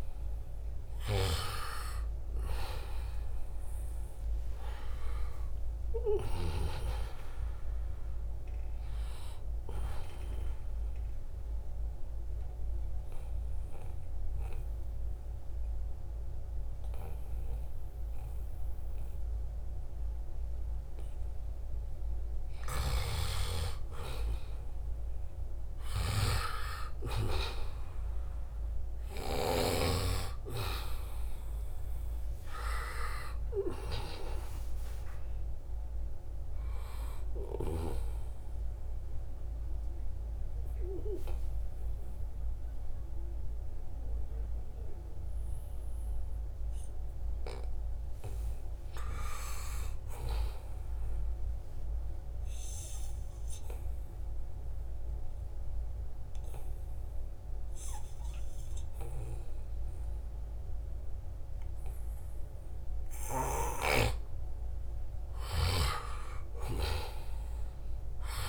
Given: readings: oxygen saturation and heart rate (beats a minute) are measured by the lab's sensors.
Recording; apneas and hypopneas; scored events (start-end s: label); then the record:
breathing in sleep by a room microphone; 3
10.00-22.50 s: obstructive apnea (oxygen 98% before, 90% lowest, heart rate 84 before, 76 extreme, up 2 after)
16.00-68.49 s: new sleep stage, N2 (light sleep)
24.50-29.00 s: arousal
30.00-43.00 s: oxygen desaturation (device-marked, oxygen 96% before, 92% lowest, heart rate 80 before, 76 extreme)
34.50-36.50 s: long interval between heartbeats (device-marked, heart rate 79 before, 89 extreme)
38.50-48.50 s: obstructive apnea (oxygen 96% before, 90% lowest, heart rate 81 before, 76 extreme, up 6 after)
49.50-52.50 s: arousal
53.50-63.50 s: obstructive apnea (oxygen 96% before, 90% lowest, heart rate 82 before, 78 extreme, up 0 after)
65.50-68.49 s: arousal
From the record:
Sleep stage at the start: N1 (lightest sleep); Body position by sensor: on the back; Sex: male